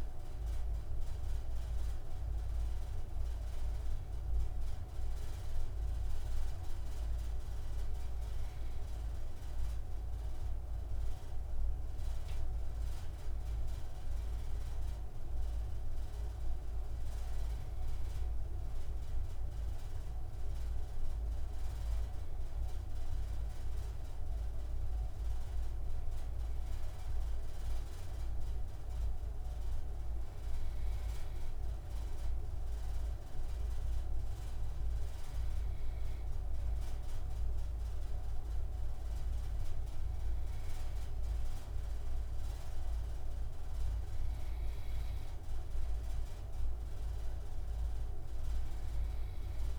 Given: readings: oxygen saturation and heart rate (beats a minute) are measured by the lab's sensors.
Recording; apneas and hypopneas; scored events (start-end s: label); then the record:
breathing in sleep, hard to hear, by a room microphone; none
none scored
From the record:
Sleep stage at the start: N2 (light sleep); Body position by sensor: on the right side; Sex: male